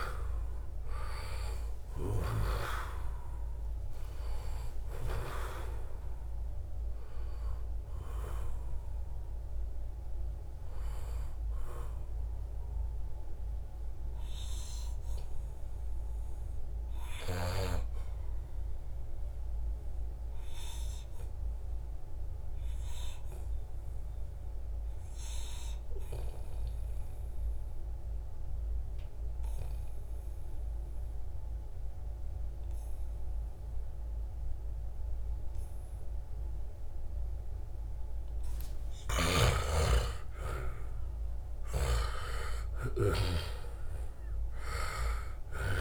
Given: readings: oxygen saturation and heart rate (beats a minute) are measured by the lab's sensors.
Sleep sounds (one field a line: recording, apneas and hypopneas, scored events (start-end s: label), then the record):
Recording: breathing in sleep by a room microphone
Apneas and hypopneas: 1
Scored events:
0.00-22.50 s: oxygen desaturation (device-marked, oxygen 88% lowest, heart rate 70 extreme)
4.50-6.50 s: long interval between heartbeats (device-marked, heart rate 73 before, 107 extreme)
8.00-10.00 s: long interval between heartbeats (device-marked, heart rate 78 before, 114 extreme)
20.00-38.50 s: obstructive apnea (oxygen 95% before, 89% lowest, heart rate 90 before, 73 extreme, up 9 after)
38.50-40.50 s: long interval between heartbeats (device-marked, heart rate 77 before, 82 extreme)
39.50-45.81 s: oxygen desaturation (device-marked, oxygen 97% before, 91% lowest, heart rate 77 before, 70 extreme)
40.00-45.50 s: arousal
From the record:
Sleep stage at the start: N2 (light sleep)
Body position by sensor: on the back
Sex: male